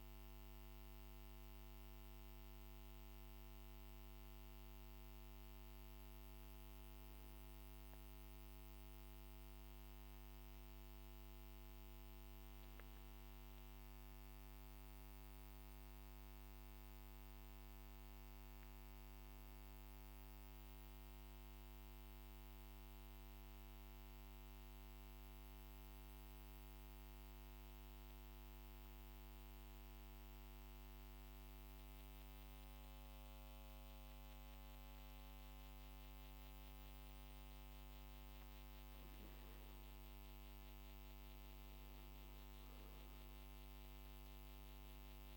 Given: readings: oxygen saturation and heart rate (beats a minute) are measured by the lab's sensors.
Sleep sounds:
a person awake in a sleep study, hard to hear, by a microphone on the trachea; 1
22.00-36.50 s: central apnea (oxygen 98% before, 91% lowest, heart rate 43 before, 49 extreme, up 2 after)
30.00-45.37 s: new sleep stage, N2 (light sleep)
39.00-42.50 s: arousal
From the record:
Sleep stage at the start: awake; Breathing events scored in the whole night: 163 in 6.0 hours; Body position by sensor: on the back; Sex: male

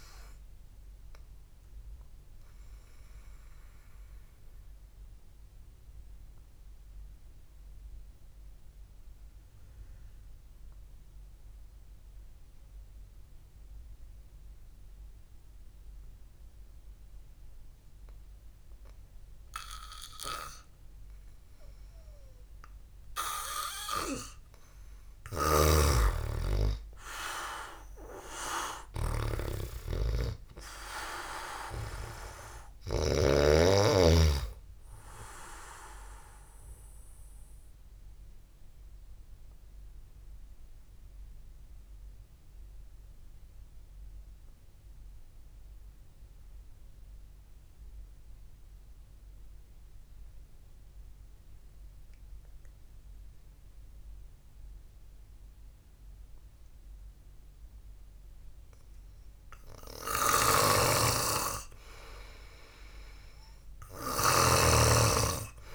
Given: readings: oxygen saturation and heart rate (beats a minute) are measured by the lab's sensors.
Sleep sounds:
breathing in sleep by a room microphone; 2
3.50-22.00 s: obstructive apnea (oxygen 99% before, 93% lowest, heart rate 60 before, 52 extreme, up 0 after)
25.50-29.50 s: arousal
25.50-33.50 s: snoring (device-marked)
39.00-59.00 s: obstructive apnea (oxygen 97% before, 93% lowest, heart rate 55 before, 54 extreme, up 0 after)
60.50-65.00 s: snoring (device-marked)
61.50-65.00 s: arousal
From the record:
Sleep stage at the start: N2 (light sleep); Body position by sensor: on the back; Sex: male

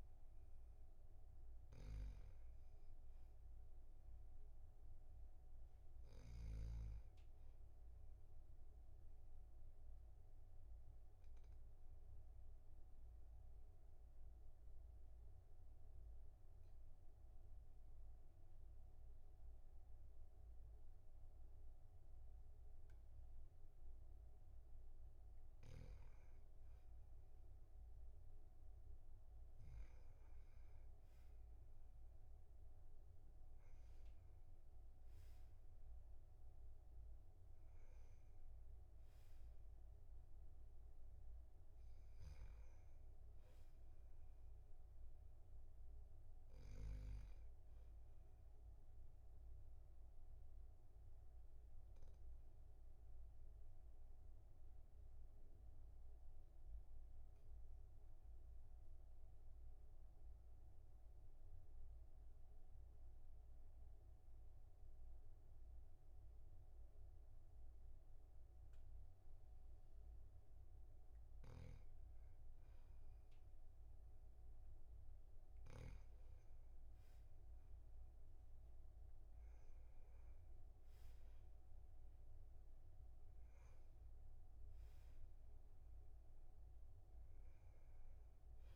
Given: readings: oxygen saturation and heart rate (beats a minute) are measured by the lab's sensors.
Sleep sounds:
breathing in sleep, hard to hear, by a room microphone; 2
9.50-25.00 s: obstructive apnea (oxygen 99% before, 97% lowest, heart rate 44 before, 43 extreme, up 6 after)
27.50-31.50 s: arousal
49.50-70.50 s: obstructive apnea (oxygen 98% before, 96% lowest, heart rate 47 before, 38 extreme, up 5 after)
73.00-75.50 s: arousal
From the record:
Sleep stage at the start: N2 (light sleep); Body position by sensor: on the back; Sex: male

